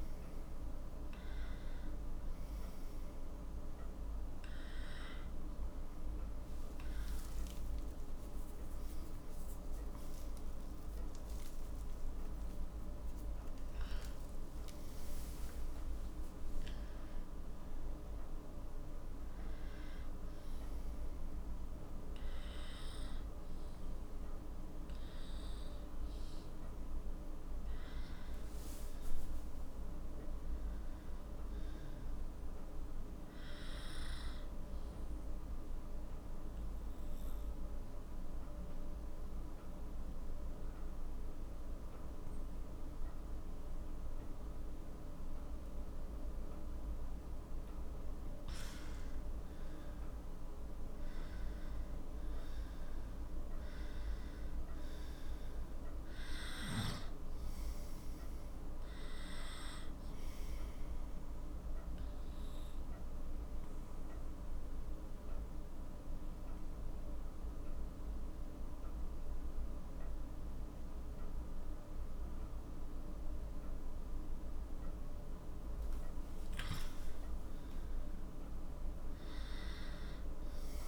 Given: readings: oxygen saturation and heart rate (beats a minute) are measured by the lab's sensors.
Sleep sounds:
breathing in sleep, hard to hear, by a room microphone; 2
0.00-11.00 s: oxygen desaturation (device-marked, oxygen 93% lowest, heart rate 45 extreme)
9.00-14.00 s: arousal
32.00-47.50 s: obstructive apnea (oxygen 96% before, 91% lowest, heart rate 57 before, 44 extreme, up 12 after)
50.00-54.50 s: arousal
55.00-68.00 s: oxygen desaturation (device-marked, oxygen 94% before, 91% lowest, heart rate 53 before, 44 extreme)
62.50-75.00 s: obstructive apnea (oxygen 95% before, 91% lowest, heart rate 56 before, 44 extreme, up 13 after)
76.50-80.00 s: arousal
From the record:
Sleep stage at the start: N2 (light sleep); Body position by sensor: on the left side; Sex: male

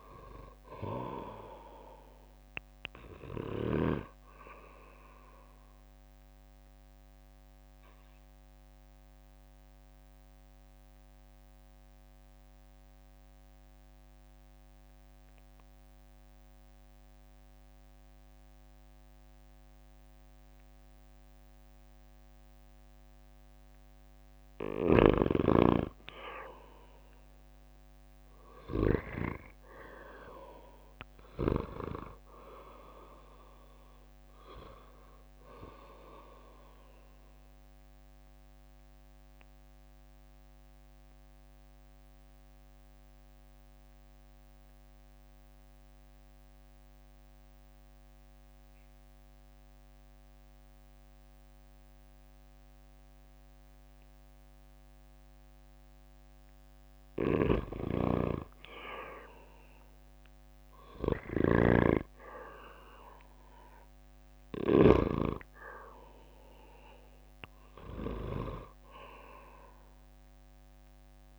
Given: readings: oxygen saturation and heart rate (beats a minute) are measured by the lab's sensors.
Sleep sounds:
breathing in sleep by a microphone on the trachea; 2
0.00-15.50 s: oxygen desaturation (device-marked, oxygen 89% lowest, heart rate 55 extreme)
6.00-25.00 s: obstructive apnea (oxygen 97% before, 89% lowest, heart rate 64 before, 53 extreme, up 15 after)
27.50-50.50 s: oxygen desaturation (device-marked, oxygen 98% before, 90% lowest, heart rate 58 before, 53 extreme)
28.00-32.00 s: arousal
38.50-58.00 s: obstructive apnea (oxygen 98% before, 89% lowest, heart rate 66 before, 53 extreme, up 11 after)
60.00-63.00 s: arousal
62.50-71.39 s: oxygen desaturation (device-marked, oxygen 98% before, 90% lowest, heart rate 59 before, 55 extreme)
From the record:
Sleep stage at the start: N2 (light sleep); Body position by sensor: on the back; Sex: male

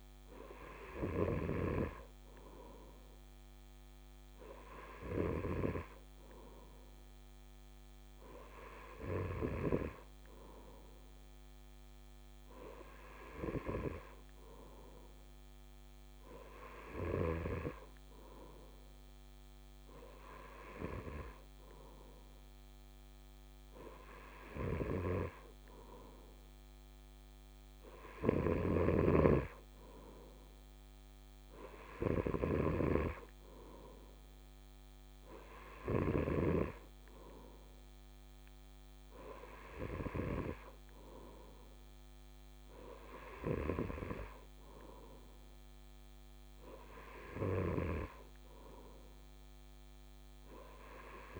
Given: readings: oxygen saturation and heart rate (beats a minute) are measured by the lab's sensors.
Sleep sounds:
breathing in sleep by a microphone on the trachea; none
none scored
From the record:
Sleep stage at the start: N3 (deep sleep); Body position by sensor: on the right side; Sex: male

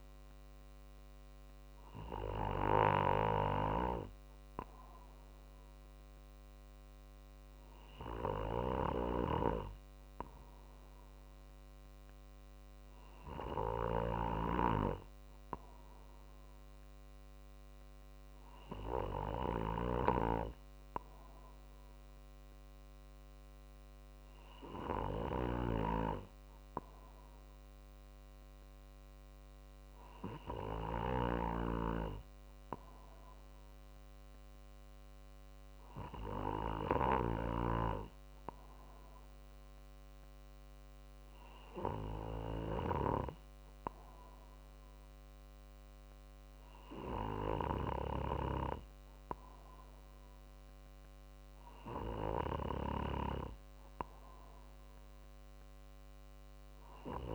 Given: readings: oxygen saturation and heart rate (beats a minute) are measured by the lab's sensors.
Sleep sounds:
breathing in sleep by a microphone on the trachea; none
none scored
From the record:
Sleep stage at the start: N2 (light sleep); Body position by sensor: on the right side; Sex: male

